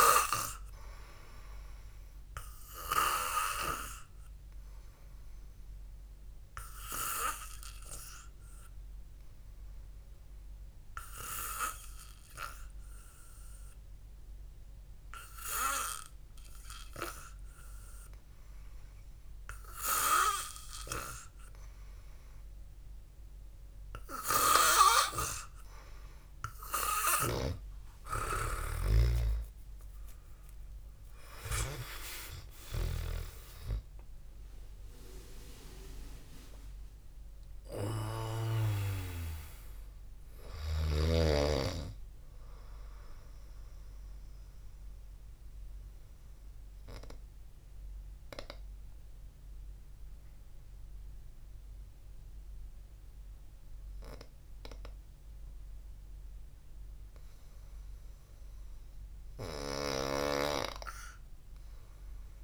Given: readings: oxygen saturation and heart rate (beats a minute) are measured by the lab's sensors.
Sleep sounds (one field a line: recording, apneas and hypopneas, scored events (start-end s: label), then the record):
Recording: breathing in sleep by a room microphone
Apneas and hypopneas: 2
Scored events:
0.00-11.00 s: oxygen desaturation (device-marked, oxygen 98% before, 94% lowest, heart rate 66 before, 50 extreme)
4.50-18.50 s: obstructive apnea (oxygen 98% before, 93% lowest, heart rate 63 before, 50 extreme, up 3 after)
27.00-31.50 s: arousal
27.50-33.50 s: snoring (device-marked)
47.50-58.00 s: central apnea (oxygen 95% before, 92% lowest, heart rate 67 before, 53 extreme, up 1 after)
From the record:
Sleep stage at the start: N2 (light sleep)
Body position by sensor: on the back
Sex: male